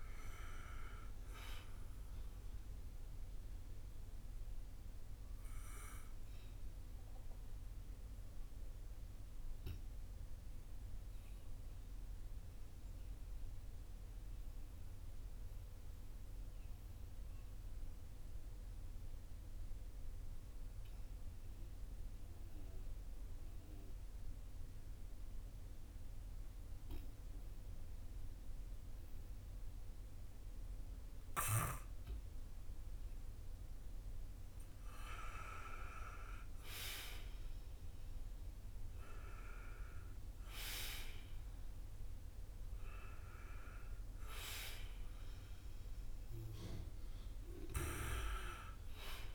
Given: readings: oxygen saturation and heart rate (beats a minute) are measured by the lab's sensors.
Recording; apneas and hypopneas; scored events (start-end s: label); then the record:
breathing in sleep by a room microphone; 1
0.00-21.50 s: oxygen desaturation (device-marked, oxygen 90% lowest, heart rate 48 extreme)
3.00-33.00 s: obstructive apnea (oxygen 97% before, 90% lowest, heart rate 57 before, 48 extreme, up 6 after)
37.50-43.50 s: arousal
From the record:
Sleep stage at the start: N2 (light sleep); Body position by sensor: on the back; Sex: male